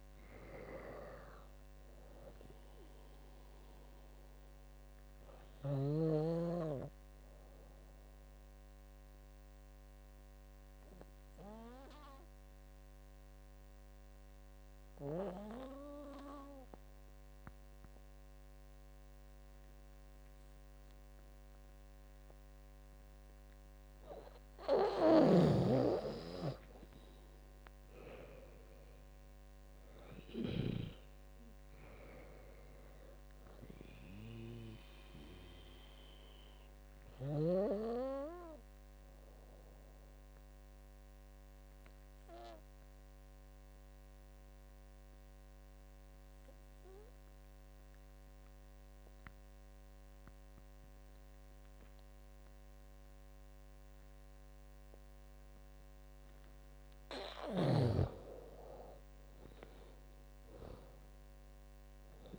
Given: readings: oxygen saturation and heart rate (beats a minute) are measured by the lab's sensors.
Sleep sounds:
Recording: breathing in sleep by a microphone on the trachea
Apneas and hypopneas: 2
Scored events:
0.00-6.00 s: drop in pulse transit time (device-marked, heart rate 75 extreme)
0.00-16.00 s: oxygen desaturation (device-marked, oxygen 91% lowest, heart rate 66 extreme)
6.50-24.00 s: obstructive apnea (oxygen 98% before, 90% lowest, heart rate 83 before, 66 extreme, up 17 after)
25.00-30.50 s: snoring (device-marked)
26.50-29.50 s: arousal
28.00-40.00 s: drop in pulse transit time (device-marked, heart rate 73 before, 74 extreme)
30.00-49.00 s: oxygen desaturation (device-marked, oxygen 99% before, 90% lowest, heart rate 75 before, 66 extreme)
35.00-56.50 s: obstructive apnea (oxygen 99% before, 90% lowest, heart rate 81 before, 66 extreme, up 15 after)
57.00-62.39 s: snoring (device-marked)
58.00-62.39 s: drop in pulse transit time (device-marked, heart rate 73 before, 74 extreme)
58.50-61.50 s: arousal
From the record:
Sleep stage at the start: N2 (light sleep)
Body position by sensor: on the back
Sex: female

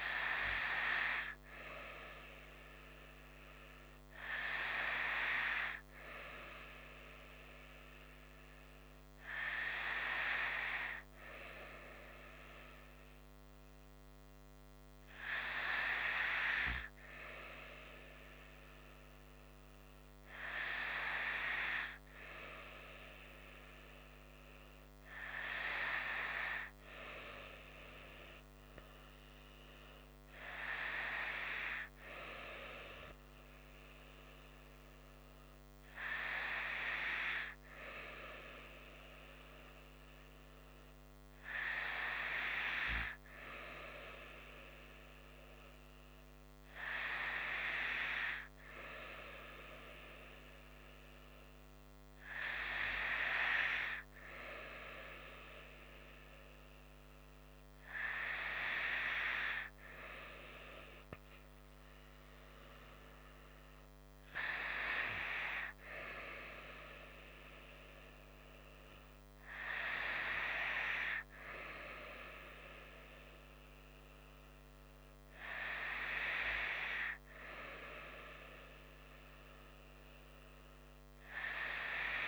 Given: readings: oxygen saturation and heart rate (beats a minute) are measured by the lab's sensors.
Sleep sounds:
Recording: breathing in sleep by a microphone on the trachea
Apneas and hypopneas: none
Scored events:
none scored
From the record:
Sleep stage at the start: N2 (light sleep)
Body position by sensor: on the right side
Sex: female

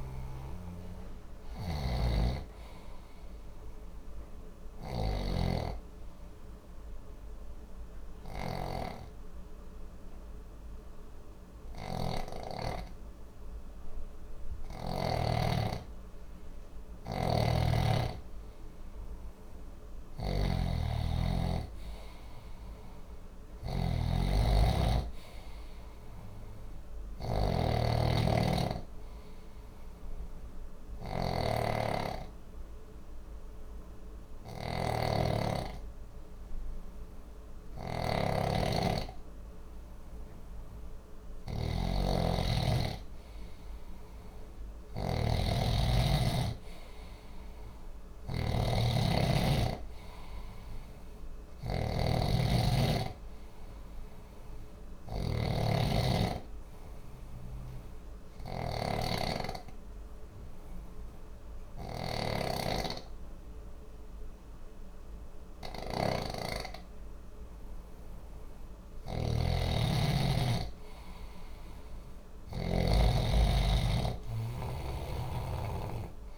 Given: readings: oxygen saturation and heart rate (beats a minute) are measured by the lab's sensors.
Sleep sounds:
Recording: breathing in sleep by a room microphone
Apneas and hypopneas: 3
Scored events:
0.00-15.00 s: snoring (device-marked)
6.50-16.50 s: obstructive apnea (oxygen 97% before, 91% lowest, heart rate 76 before, 59 extreme, up 4 after)
11.00-22.00 s: oxygen desaturation (device-marked, oxygen 94% before, 91% lowest, heart rate 70 before, 59 extreme)
17.00-72.50 s: snoring (device-marked)
18.00-21.50 s: arousal
29.00-42.00 s: hypopnea (oxygen 98% before, 91% lowest, heart rate 61 before, 59 extreme, up 1 after)
33.00-44.00 s: oxygen desaturation (device-marked, oxygen 98% before, 93% lowest, heart rate 61 before, 59 extreme)
44.50-49.00 s: arousal
53.00-72.00 s: oxygen desaturation (device-marked, oxygen 95% before, 92% lowest, heart rate 60 before, 60 extreme)
57.50-68.00 s: obstructive apnea (oxygen 97% before, 91% lowest, heart rate 60 before, 60 extreme, up 0 after)
71.00-75.00 s: arousal
From the record:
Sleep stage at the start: N2 (light sleep)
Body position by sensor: on the back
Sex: male

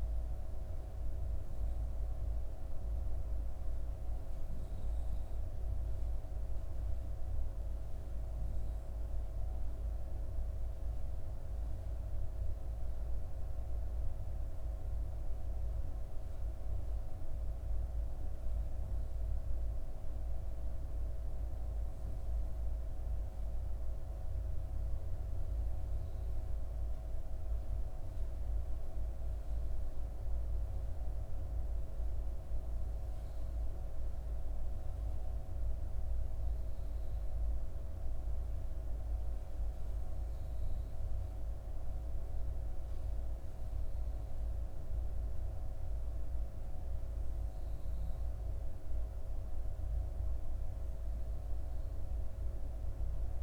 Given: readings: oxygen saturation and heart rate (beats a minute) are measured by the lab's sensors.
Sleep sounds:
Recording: breathing in sleep, hard to hear, by a room microphone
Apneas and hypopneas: none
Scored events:
5.50-53.42 s: new sleep stage, N3 (deep sleep)
From the record:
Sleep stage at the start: N2 (light sleep)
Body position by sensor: on the back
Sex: female

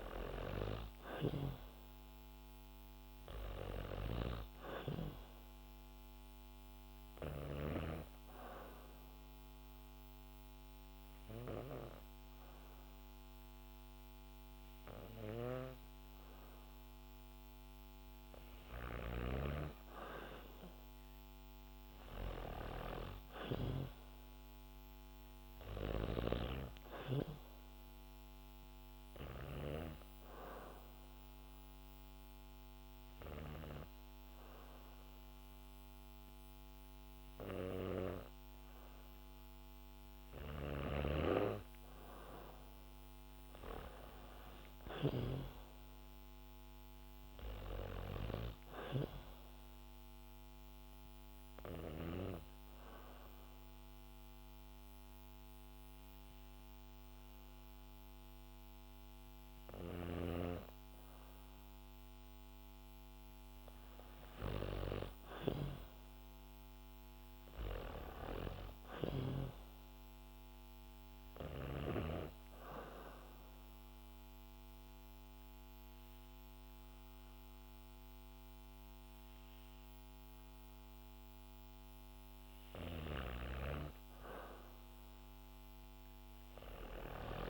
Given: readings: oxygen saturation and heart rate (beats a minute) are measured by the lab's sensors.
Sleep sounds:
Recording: breathing in sleep by a microphone on the trachea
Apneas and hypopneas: 4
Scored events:
0.00-2.50 s: arousal
6.00-16.50 s: hypopnea (oxygen 98% before, 95% lowest, heart rate 64 before, 60 extreme, up 2 after)
23.50-27.00 s: arousal
29.50-40.00 s: hypopnea (oxygen 97% before, 95% lowest, heart rate 63 before, 57 extreme, up 4 after)
39.50-44.50 s: snoring (device-marked)
43.00-47.00 s: arousal
50.00-61.50 s: obstructive apnea (oxygen 97% before, 94% lowest, heart rate 63 before, 57 extreme, up 5 after)
54.00-60.00 s: bradycardia (device-marked, heart rate 64 before, 57 extreme)
64.00-68.00 s: arousal
72.00-82.50 s: obstructive apnea (oxygen 97% before, 94% lowest, heart rate 61 before, 57 extreme, up 4 after)
73.00-77.00 s: bradycardia (device-marked, heart rate 64 before, 59 extreme)
82.50-87.50 s: snoring (device-marked)
85.00-87.50 s: arousal
From the record:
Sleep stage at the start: N2 (light sleep)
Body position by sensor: on the back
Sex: female

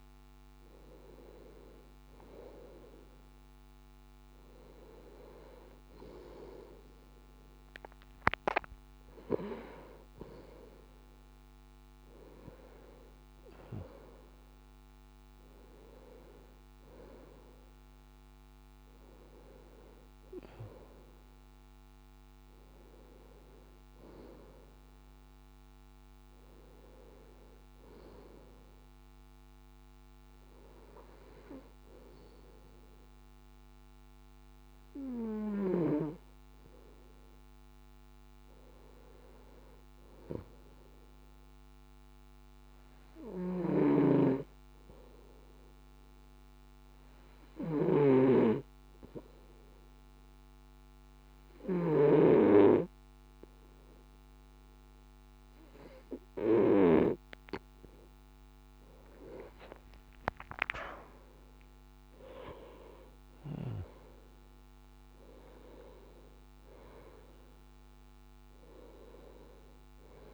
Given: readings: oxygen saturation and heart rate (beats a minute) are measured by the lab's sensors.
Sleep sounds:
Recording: breathing in sleep by a microphone on the trachea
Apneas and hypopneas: 1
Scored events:
0.50-17.50 s: oxygen desaturation (device-marked, oxygen 94% before, 91% lowest, heart rate 57 before, 56 extreme)
20.50-25.00 s: arousal
45.00-58.50 s: obstructive apnea (oxygen 96% before, 93% lowest, heart rate 58 before, 58 extreme, up 6 after)
60.00-64.00 s: arousal
From the record:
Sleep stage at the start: N2 (light sleep)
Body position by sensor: on the left side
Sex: male

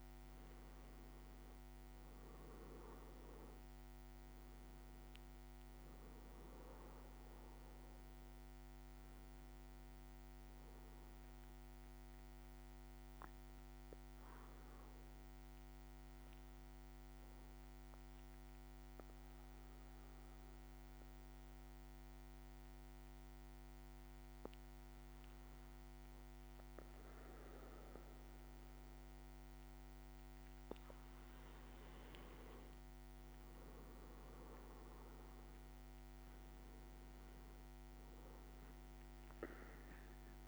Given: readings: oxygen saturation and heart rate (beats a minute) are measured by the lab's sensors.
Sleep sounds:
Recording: breathing in sleep, hard to hear, by a microphone on the trachea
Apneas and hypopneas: 1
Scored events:
0.00-1.50 s: bradycardia (device-marked, heart rate 53 extreme)
0.00-4.00 s: arousal
0.50-15.50 s: drop in pulse transit time (device-marked, heart rate 55 before, 53 extreme)
2.50-40.47 s: bradycardia (device-marked, heart rate 56 before, 52 extreme)
10.50-28.50 s: obstructive apnea (oxygen 98% before, 95% lowest, heart rate 56 before, 52 extreme, up 5 after)
30.00-35.50 s: arousal
31.00-33.50 s: leg movement (device-marked)
From the record:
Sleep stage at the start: N2 (light sleep)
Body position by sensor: on the back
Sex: male

